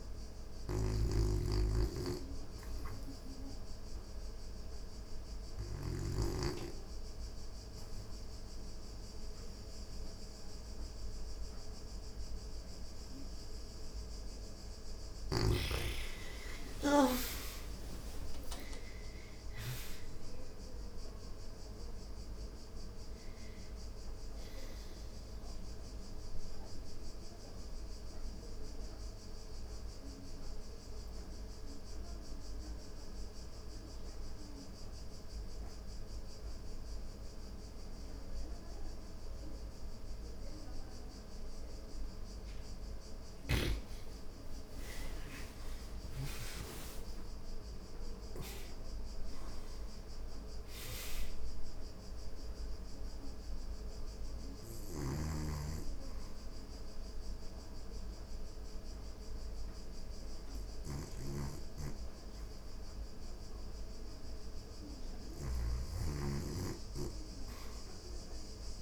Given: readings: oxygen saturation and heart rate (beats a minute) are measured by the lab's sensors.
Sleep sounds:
breathing in sleep by a room microphone; 3
0.00-5.00 s: snoring (device-marked)
0.00-14.50 s: oxygen desaturation (device-marked, oxygen 82% lowest, heart rate 90 extreme)
4.50-14.50 s: obstructive apnea (oxygen 92% before, 80% lowest, heart rate 90 before, 92 extreme, up 9 after)
15.00-20.00 s: arousal
19.50-32.50 s: oxygen desaturation (device-marked, oxygen 87% before, 80% lowest, heart rate 92 before, 92 extreme)
24.50-41.50 s: mixed apnea (oxygen 89% before, 80% lowest, heart rate 94 before, 89 extreme, up 5 after)
39.50-61.50 s: oxygen desaturation (device-marked, oxygen 99% before, 80% lowest, heart rate 95 before, 88 extreme)
43.50-48.00 s: arousal
52.50-63.50 s: hypopnea (oxygen 99% before, 80% lowest, heart rate 95 before, 88 extreme, up 0 after)
54.00-68.82 s: snoring (device-marked)
64.50-68.82 s: arousal
From the record:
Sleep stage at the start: REM sleep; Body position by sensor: on the back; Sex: female

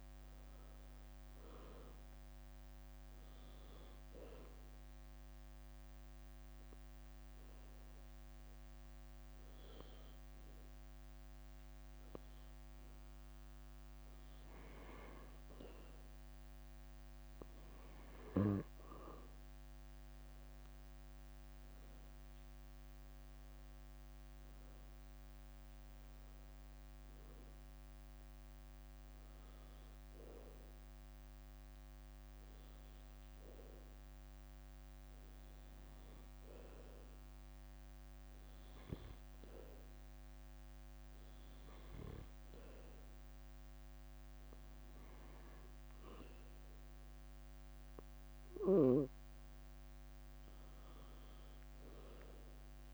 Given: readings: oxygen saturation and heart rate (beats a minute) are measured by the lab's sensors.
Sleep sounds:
breathing in sleep by a microphone on the trachea; 2
0.00-1.00 s: leg movement (device-marked)
3.00-13.00 s: obstructive apnea (oxygen 93% before, 87% lowest, heart rate 73 before, 66 extreme, up 7 after)
5.00-18.00 s: oxygen desaturation (device-marked, oxygen 93% before, 87% lowest, heart rate 73 before, 67 extreme)
7.00-17.00 s: leg movement (device-marked)
17.00-20.00 s: arousal
18.00-24.00 s: leg movement (device-marked)
22.00-32.00 s: hypopnea (oxygen 96% before, 89% lowest, heart rate 71 before, 67 extreme, up 2 after)
32.50-34.50 s: leg movement (device-marked)
32.50-36.00 s: arousal
37.50-42.50 s: leg movement (device-marked)
43.50-51.50 s: leg movement (device-marked)
From the record:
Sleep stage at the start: N2 (light sleep); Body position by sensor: on the back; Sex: female

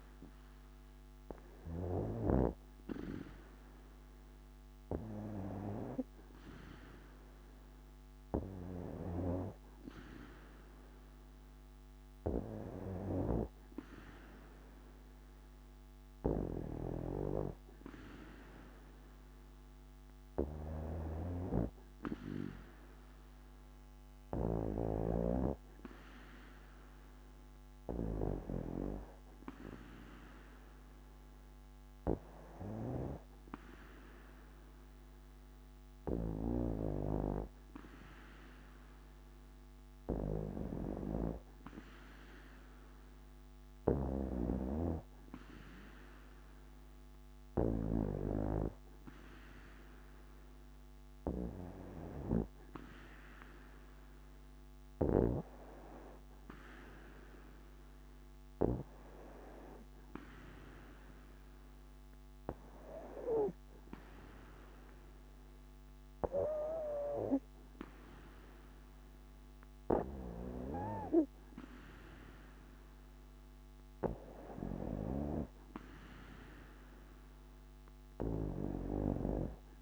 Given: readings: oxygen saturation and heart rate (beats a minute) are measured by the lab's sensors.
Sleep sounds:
breathing in sleep by a microphone on the trachea; none
43.50-47.50 s: snoring (device-marked)
From the record:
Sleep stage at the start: N2 (light sleep); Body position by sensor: on the back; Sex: female

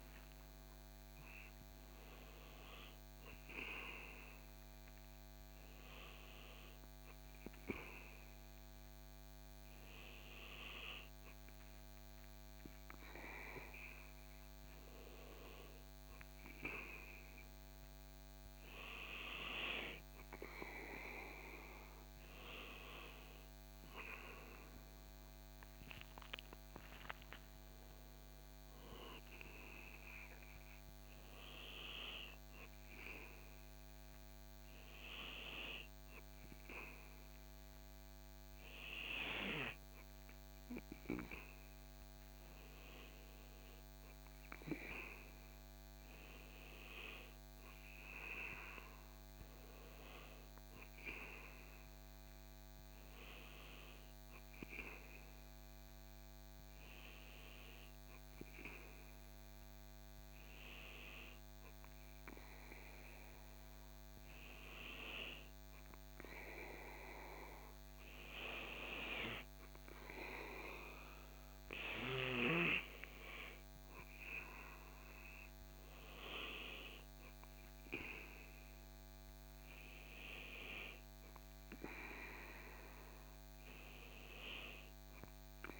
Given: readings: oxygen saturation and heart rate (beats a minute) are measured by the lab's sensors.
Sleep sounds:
breathing in sleep by a microphone on the trachea; none
none scored
From the record:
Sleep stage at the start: N2 (light sleep); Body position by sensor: on the back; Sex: male

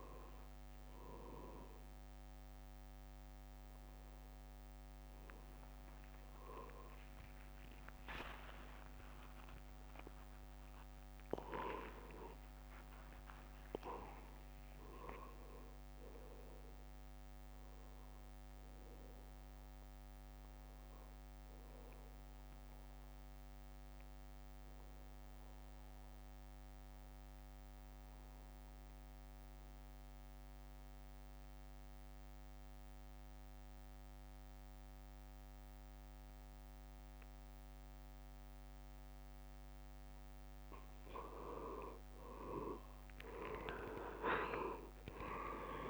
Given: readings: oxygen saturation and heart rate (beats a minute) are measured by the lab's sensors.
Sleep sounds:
breathing in sleep by a microphone on the trachea; 1
0.00-6.00 s: oxygen desaturation (device-marked, oxygen 89% lowest, heart rate 54 extreme)
8.00-12.50 s: arousal
8.00-25.00 s: drop in pulse transit time (device-marked, heart rate 60 before, 68 extreme)
9.00-11.00 s: tachycardia (device-marked, heart rate 63 before, 86 extreme)
11.00-13.00 s: long interval between heartbeats (device-marked, heart rate 63 before, 94 extreme)
21.00-22.00 s: leg movement (device-marked)
24.00-40.50 s: mixed apnea (oxygen 100% before, 91% lowest, heart rate 82 before, 51 extreme, up 14 after)
39.00-45.90 s: oxygen desaturation (device-marked, oxygen 98% before, 93% lowest, heart rate 60 before, 57 extreme)
From the record:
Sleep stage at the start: N2 (light sleep); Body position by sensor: on the back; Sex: male

